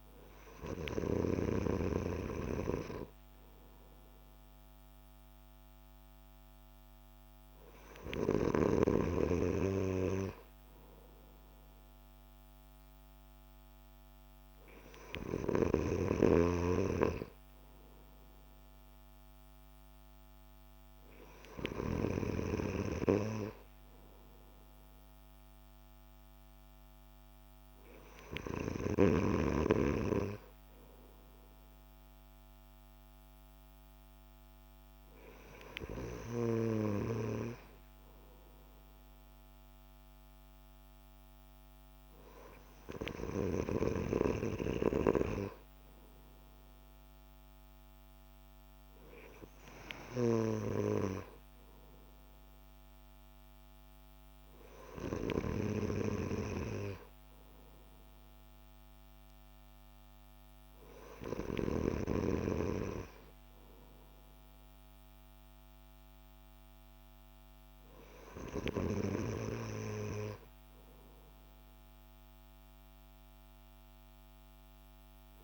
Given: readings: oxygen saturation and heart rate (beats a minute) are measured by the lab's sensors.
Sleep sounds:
breathing in sleep by a microphone on the trachea; none
none scored
From the record:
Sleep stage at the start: N3 (deep sleep); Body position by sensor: on the back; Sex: male

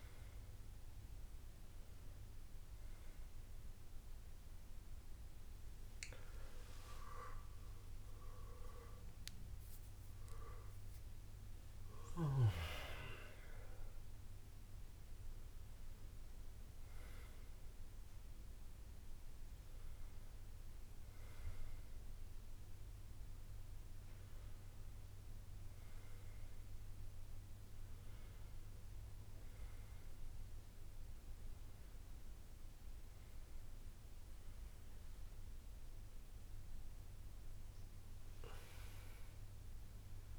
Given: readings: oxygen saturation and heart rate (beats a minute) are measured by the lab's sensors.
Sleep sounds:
a person awake in a sleep study, by a room microphone; none
10.00-21.00 s: drop in pulse transit time (device-marked, heart rate 103 before, 68 extreme)
From the record:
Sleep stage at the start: awake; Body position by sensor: on the back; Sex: male

